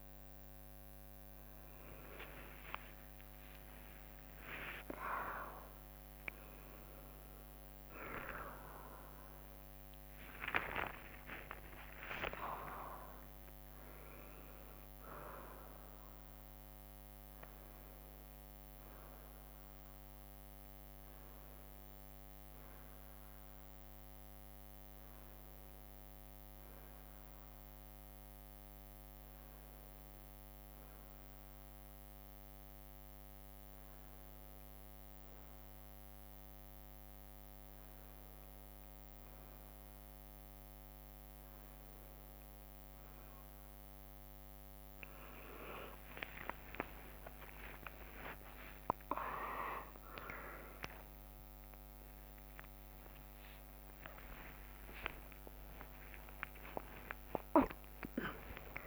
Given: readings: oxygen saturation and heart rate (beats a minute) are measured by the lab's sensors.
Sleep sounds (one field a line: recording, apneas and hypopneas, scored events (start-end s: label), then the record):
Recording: a person awake in a sleep study, by a microphone on the trachea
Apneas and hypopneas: none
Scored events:
1.50-6.50 s: tachycardia (device-marked, heart rate 66 before, 104 extreme)
4.50-6.50 s: long interval between heartbeats (device-marked, heart rate 69 before, 103 extreme)
11.00-13.00 s: long interval between heartbeats (device-marked, heart rate 76 before, 80 extreme)
47.00-49.00 s: long interval between heartbeats (device-marked, heart rate 67 before, 91 extreme)
48.50-58.87 s: drop in pulse transit time (device-marked, heart rate 70 before, 84 extreme)
51.50-53.50 s: long interval between heartbeats (device-marked, heart rate 75 before, 93 extreme)
52.50-54.50 s: tachycardia (device-marked, heart rate 68 before, 93 extreme)
From the record:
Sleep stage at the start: awake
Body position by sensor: on the right side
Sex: female